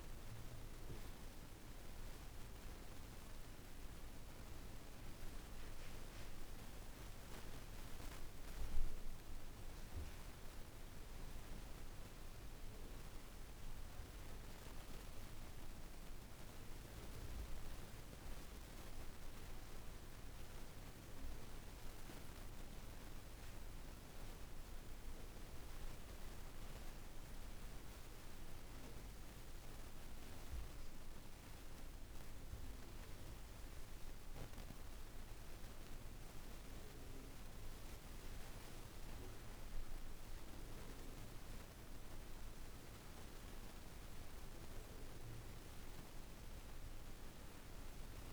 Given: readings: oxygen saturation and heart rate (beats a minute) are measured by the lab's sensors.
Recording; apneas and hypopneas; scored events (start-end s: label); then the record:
breathing in sleep, hard to hear, by a room microphone; none
9.00-48.33 s: new sleep stage, N1 (lightest sleep)
32.50-37.00 s: arousal
From the record:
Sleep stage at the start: REM sleep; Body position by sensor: on the back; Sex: female